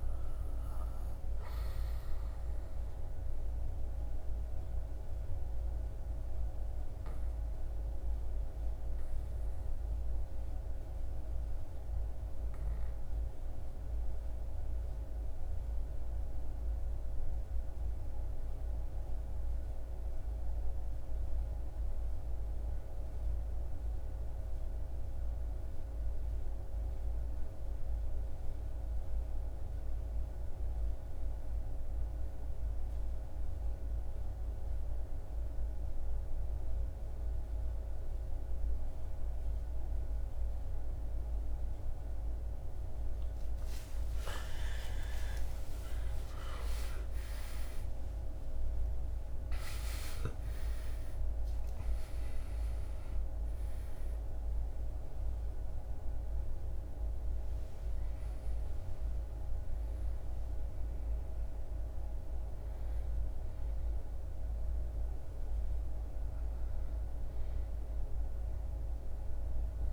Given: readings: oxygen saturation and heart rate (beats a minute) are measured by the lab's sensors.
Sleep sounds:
breathing in sleep, hard to hear, by a room microphone; 1
2.50-42.00 s: obstructive apnea (oxygen 99% before, 79% lowest, heart rate 78 before, 64 extreme, up 22 after)
29.50-69.93 s: oxygen desaturation (device-marked, oxygen 96% before, 79% lowest, heart rate 68 before, 64 extreme)
43.00-47.00 s: arousal
From the record:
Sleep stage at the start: REM sleep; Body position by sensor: on the back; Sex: male

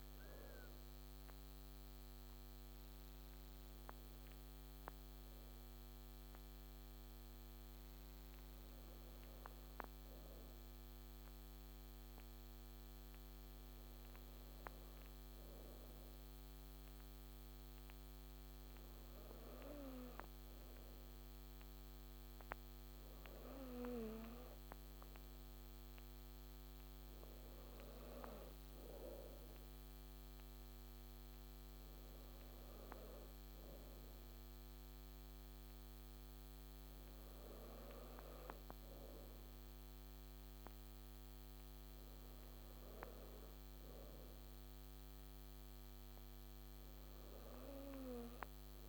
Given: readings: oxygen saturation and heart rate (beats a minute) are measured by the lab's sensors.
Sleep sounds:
breathing in sleep by a microphone on the trachea; none
none scored
From the record:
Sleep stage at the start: N2 (light sleep); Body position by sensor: on the right side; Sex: female

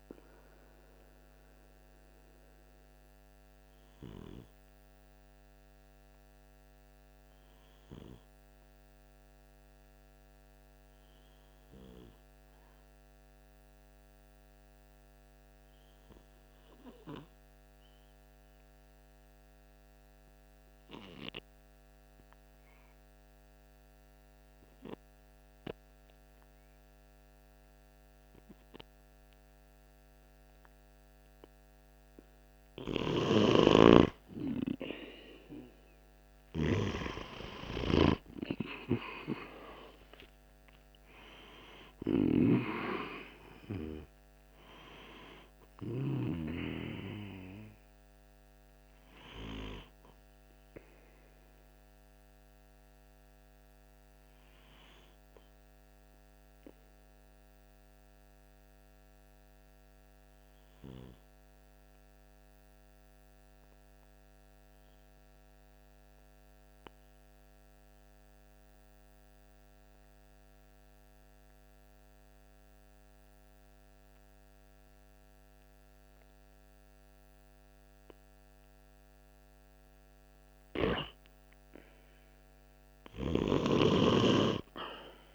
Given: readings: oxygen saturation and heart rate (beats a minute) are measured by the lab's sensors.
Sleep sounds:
breathing in sleep by a microphone on the trachea; 2
0.00-14.50 s: oxygen desaturation (device-marked, oxygen 92% lowest, heart rate 44 extreme)
1.00-32.00 s: obstructive apnea (oxygen 97% before, 90% lowest, heart rate 50 before, 43 extreme, up 24 after)
33.50-38.00 s: arousal
35.50-71.50 s: oxygen desaturation (device-marked, oxygen 97% before, 90% lowest, heart rate 48 before, 43 extreme)
55.50-80.00 s: obstructive apnea (oxygen 97% before, 90% lowest, heart rate 53 before, 45 extreme, up 0 after)
From the record:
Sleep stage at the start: N2 (light sleep); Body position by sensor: on the right side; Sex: male

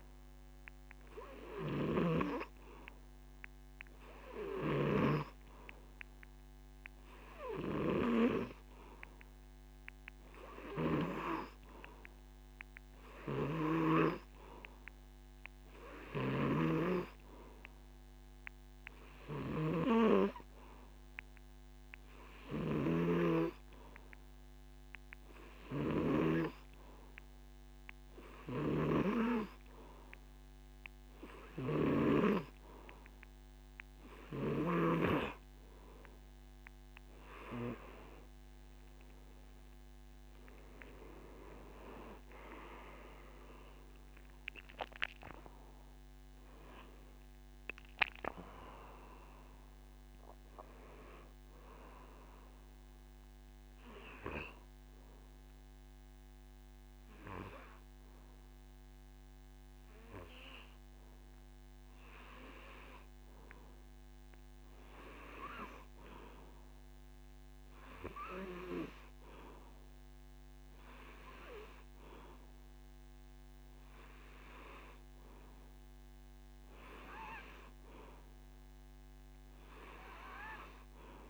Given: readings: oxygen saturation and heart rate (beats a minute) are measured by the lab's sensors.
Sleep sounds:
breathing in sleep by a microphone on the trachea; 1
41.00-45.00 s: arousal
54.50-66.50 s: hypopnea (oxygen 94% before, 92% lowest, heart rate 95 before, 78 extreme)
71.00-74.50 s: arousal
73.50-79.50 s: oxygen desaturation (device-marked, oxygen 99% before, 94% lowest, heart rate 84 before, 79 extreme)
From the record:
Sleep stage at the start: N2 (light sleep); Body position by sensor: on the back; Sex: male

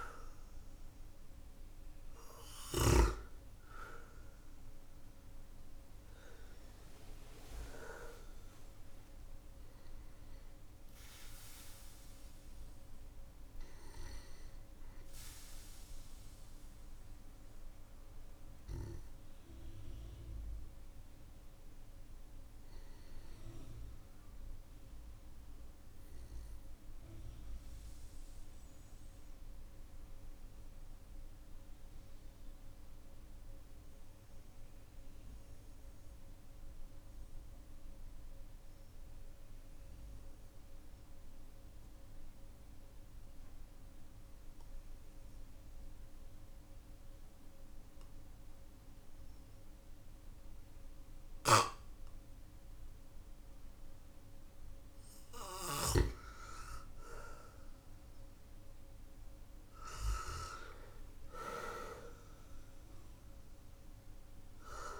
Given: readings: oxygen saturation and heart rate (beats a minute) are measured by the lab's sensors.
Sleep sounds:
breathing in sleep by a room microphone; 1
5.50-36.50 s: oxygen desaturation (device-marked, oxygen 96% before, 92% lowest, heart rate 57 before, 47 extreme)
18.00-53.50 s: mixed apnea (oxygen 97% before, 90% lowest, heart rate 56 before, 47 extreme, up 12 after)
50.50-65.00 s: oxygen desaturation (device-marked, oxygen 99% before, 90% lowest, heart rate 52 before, 47 extreme)
56.00-60.50 s: arousal
From the record:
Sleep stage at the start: N2 (light sleep); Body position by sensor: on the back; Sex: male

